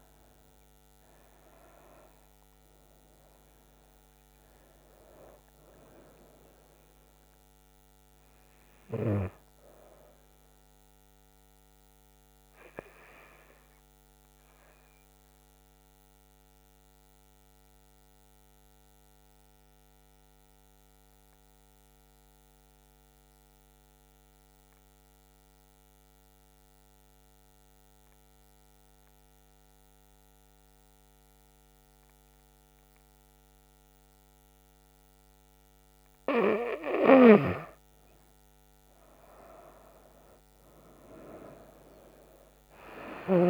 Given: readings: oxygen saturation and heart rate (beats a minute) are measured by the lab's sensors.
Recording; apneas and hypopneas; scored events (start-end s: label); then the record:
breathing in sleep by a microphone on the trachea; 1
0.00-13.50 s: oxygen desaturation (device-marked, oxygen 92% lowest, heart rate 65 extreme)
16.00-35.50 s: obstructive apnea (oxygen 97% before, 91% lowest, heart rate 75 before, 67 extreme, up 5 after)
32.50-43.50 s: oxygen desaturation (device-marked, oxygen 97% before, 91% lowest, heart rate 67 before, 67 extreme)
40.50-43.50 s: arousal
From the record:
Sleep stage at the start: N2 (light sleep); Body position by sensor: on the back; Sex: female